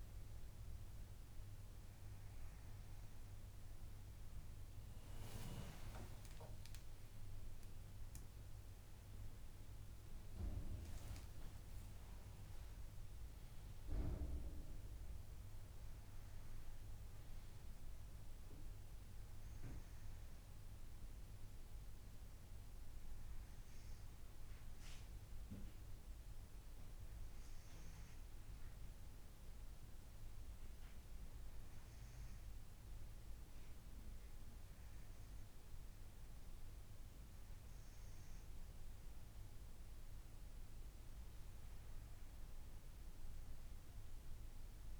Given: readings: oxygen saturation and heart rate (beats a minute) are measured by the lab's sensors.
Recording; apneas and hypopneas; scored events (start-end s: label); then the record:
breathing in sleep by a room microphone; none
7.50-11.50 s: arousal
41.00-45.00 s: arousal
From the record:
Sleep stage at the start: N2 (light sleep); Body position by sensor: on the right side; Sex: female